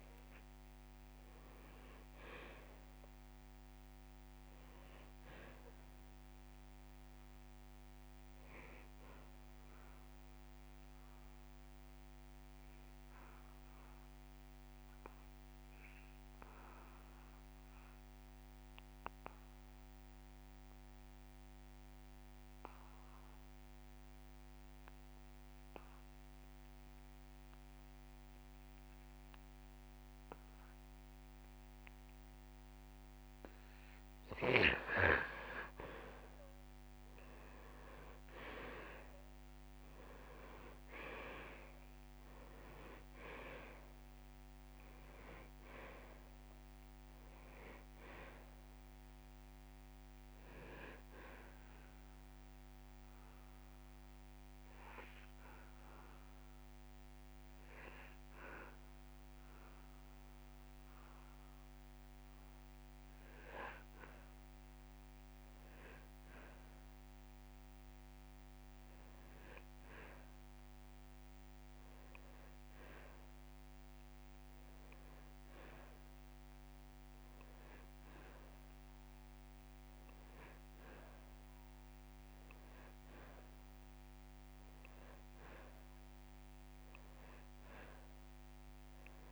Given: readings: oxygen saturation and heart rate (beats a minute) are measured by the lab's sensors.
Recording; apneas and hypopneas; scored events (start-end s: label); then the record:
breathing in sleep by a microphone on the trachea; 2
0.00-35.00 s: oxygen desaturation (device-marked, oxygen 88% lowest)
10.00-34.00 s: obstructive apnea (oxygen 99% before, 86% lowest)
27.00-29.00 s: long interval between heartbeats (device-marked)
38.00-41.50 s: arousal
42.00-73.00 s: oxygen desaturation (device-marked, oxygen 98% before, 86% lowest)
43.00-45.00 s: long interval between heartbeats (device-marked)
52.00-64.50 s: hypopnea (oxygen 98% before, 86% lowest)
69.00-72.50 s: arousal
From the record:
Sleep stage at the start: N2 (light sleep); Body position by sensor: on the back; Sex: male